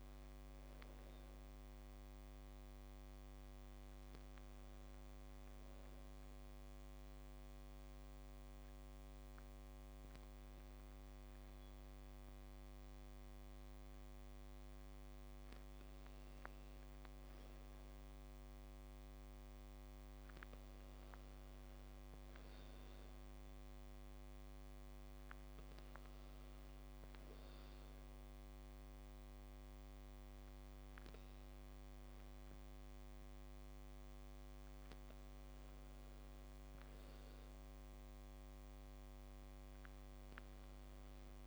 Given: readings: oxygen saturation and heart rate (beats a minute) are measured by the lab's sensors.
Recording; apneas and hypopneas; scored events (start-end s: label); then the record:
a person partly awake in a sleep study, hard to hear, by a microphone on the trachea; none
3.00-41.47 s: new sleep stage, N1 (lightest sleep)
From the record:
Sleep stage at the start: awake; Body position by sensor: on the back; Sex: female